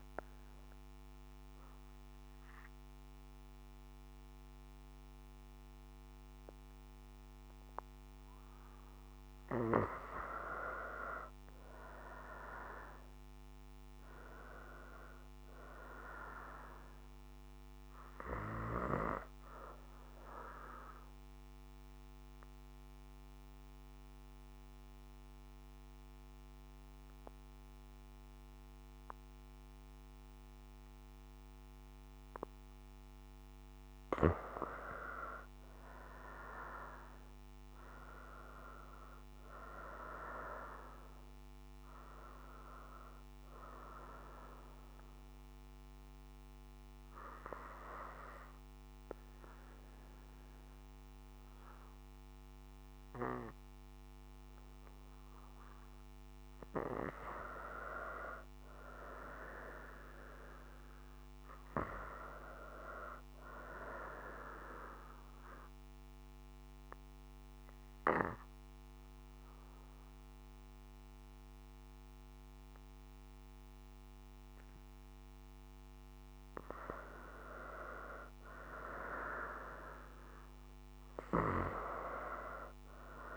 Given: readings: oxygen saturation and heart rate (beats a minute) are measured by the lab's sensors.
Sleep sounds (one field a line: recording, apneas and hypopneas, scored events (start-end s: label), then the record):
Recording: breathing in sleep by a microphone on the trachea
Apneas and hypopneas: 4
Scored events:
0.00-17.00 s: oxygen desaturation (device-marked, oxygen 91% before, 84% lowest, heart rate 60 before, 55 extreme)
0.50-10.50 s: obstructive apnea (oxygen 91% before, 83% lowest, heart rate 60 before, 55 extreme, up 2 after)
11.50-15.50 s: arousal
19.00-37.00 s: oxygen desaturation (device-marked, oxygen 92% before, 85% lowest, heart rate 61 before, 55 extreme)
20.50-34.00 s: obstructive apnea (oxygen 92% before, 83% lowest, heart rate 61 before, 55 extreme, up 6 after)
35.00-40.00 s: arousal
42.00-63.00 s: oxygen desaturation (device-marked, oxygen 92% before, 83% lowest, heart rate 58 before, 57 extreme)
45.50-57.00 s: hypopnea (oxygen 92% before, 83% lowest, heart rate 58 before, 57 extreme, up 4 after)
59.00-62.00 s: arousal
65.50-76.50 s: obstructive apnea (oxygen 93% before, 84% lowest, heart rate 59 before, 57 extreme, up 2 after)
70.00-83.00 s: oxygen desaturation (device-marked, oxygen 93% before, 88% lowest, heart rate 59 before, 57 extreme)
78.50-82.00 s: arousal
From the record:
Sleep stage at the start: N2 (light sleep)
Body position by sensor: on the right side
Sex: female